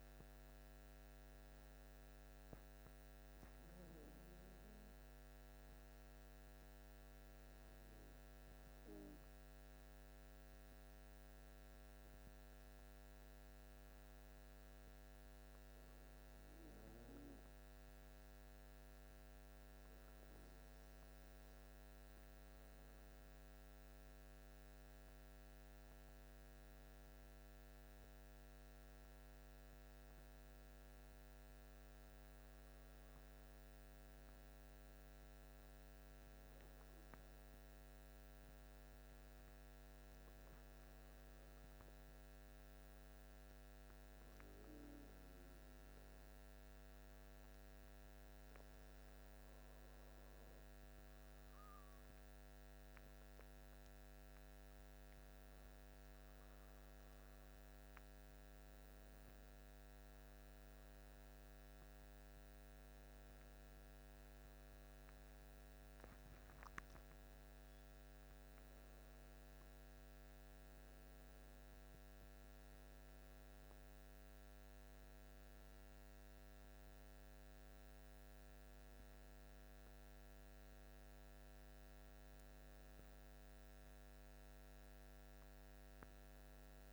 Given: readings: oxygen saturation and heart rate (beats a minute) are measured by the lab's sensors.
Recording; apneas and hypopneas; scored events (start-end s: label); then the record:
breathing in sleep, hard to hear, by a microphone on the trachea; none
none scored
From the record:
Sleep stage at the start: N1 (lightest sleep); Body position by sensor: on the back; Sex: male